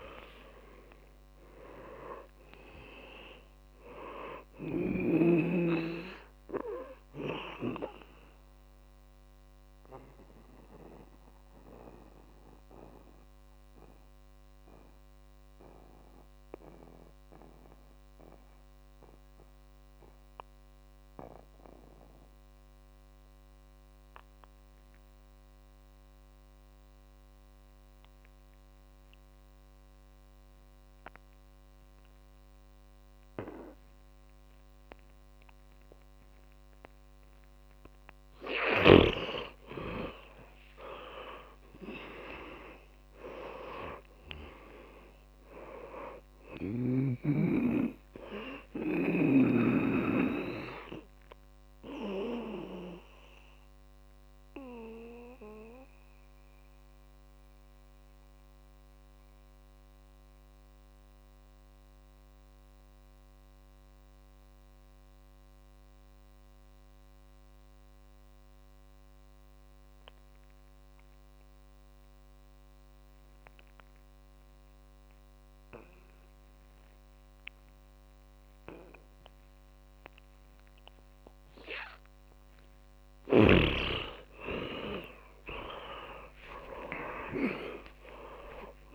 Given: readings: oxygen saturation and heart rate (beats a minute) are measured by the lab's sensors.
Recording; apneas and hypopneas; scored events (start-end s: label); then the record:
breathing in sleep by a microphone on the trachea; 2
0.00-24.50 s: oxygen desaturation (device-marked, oxygen 86% lowest, heart rate 53 extreme)
9.50-38.00 s: mixed apnea (oxygen 100% before, 84% lowest, heart rate 65 before, 53 extreme, up 17 after)
40.00-43.50 s: arousal
41.50-68.50 s: oxygen desaturation (device-marked, oxygen 100% before, 84% lowest, heart rate 60 before, 52 extreme)
53.50-81.50 s: mixed apnea (oxygen 100% before, 83% lowest, heart rate 64 before, 52 extreme, up 26 after)
76.50-88.95 s: oxygen desaturation (device-marked, oxygen 100% before, 83% lowest, heart rate 64 before, 52 extreme)
84.50-88.50 s: arousal
From the record:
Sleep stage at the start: N2 (light sleep); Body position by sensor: on the back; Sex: male